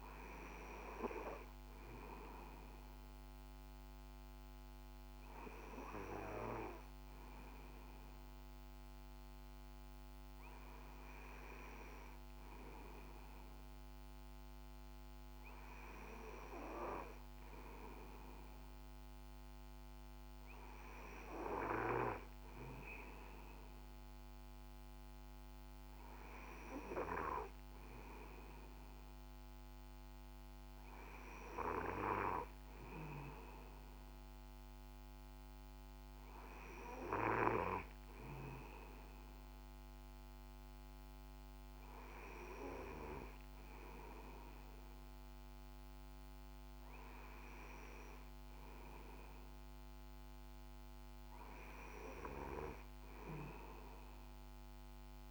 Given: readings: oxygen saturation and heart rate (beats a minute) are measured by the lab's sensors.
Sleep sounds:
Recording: breathing in sleep by a microphone on the trachea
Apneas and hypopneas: none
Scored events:
none scored
From the record:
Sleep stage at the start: N2 (light sleep)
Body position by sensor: on the back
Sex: male

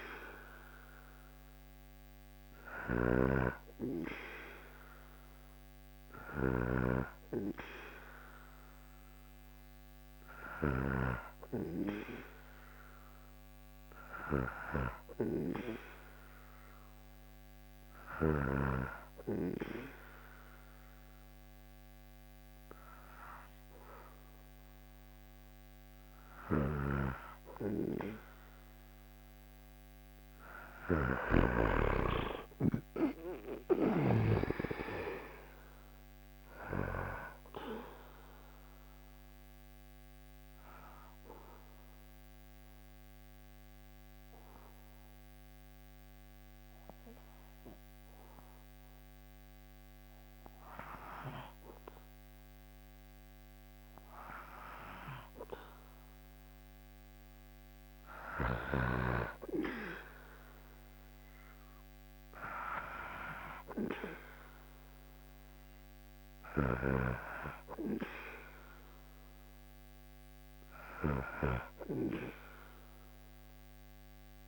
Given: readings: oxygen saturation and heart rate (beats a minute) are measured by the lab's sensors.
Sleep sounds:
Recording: breathing in sleep by a microphone on the trachea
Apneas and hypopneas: 2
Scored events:
0.00-10.50 s: snoring (device-marked)
15.50-27.00 s: hypopnea (oxygen 97% before, 94% lowest, heart rate 81 before, 77 extreme, up 2 after)
26.00-33.50 s: snoring (device-marked)
29.00-33.00 s: arousal
41.00-52.50 s: obstructive apnea (oxygen 97% before, 94% lowest, heart rate 80 before, 77 extreme, up 3 after)
55.00-59.00 s: arousal
64.50-74.48 s: oxygen desaturation (device-marked, oxygen 99% before, 94% lowest, heart rate 79 before, 79 extreme)
From the record:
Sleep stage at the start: N2 (light sleep)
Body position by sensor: on the back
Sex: male

